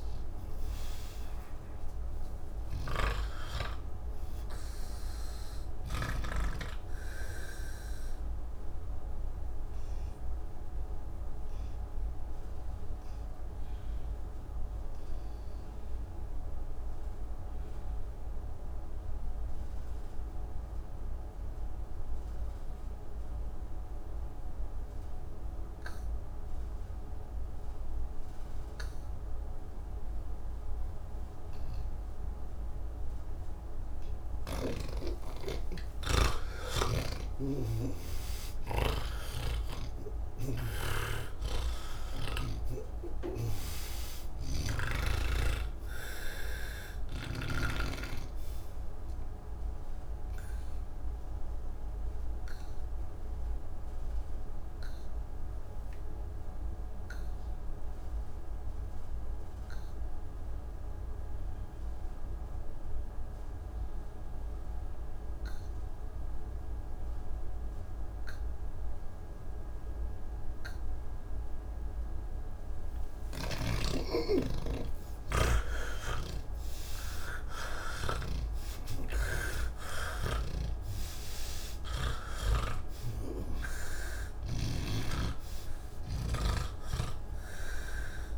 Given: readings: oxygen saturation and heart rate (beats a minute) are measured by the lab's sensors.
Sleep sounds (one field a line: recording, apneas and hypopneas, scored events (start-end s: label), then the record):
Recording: breathing in sleep by a room microphone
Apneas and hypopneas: 2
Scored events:
0.00-17.50 s: oxygen desaturation (device-marked, oxygen 80% lowest, heart rate 33 extreme)
6.50-35.00 s: obstructive apnea (oxygen 99% before, 80% lowest, heart rate 100 before, 33 extreme, up 32 after)
35.50-62.50 s: oxygen desaturation (device-marked, oxygen 97% before, 80% lowest, heart rate 99 before, 66 extreme)
37.00-41.00 s: snoring (device-marked)
43.00-48.00 s: snoring (device-marked)
50.50-75.00 s: obstructive apnea (oxygen 98% before, 80% lowest, heart rate 102 before, 58 extreme, up 21 after)
73.00-83.00 s: snoring (device-marked)
73.50-80.50 s: oxygen desaturation (device-marked, oxygen 98% before, 93% lowest, heart rate 133 before, 57 extreme)
From the record:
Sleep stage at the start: N1 (lightest sleep)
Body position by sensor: on the back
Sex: male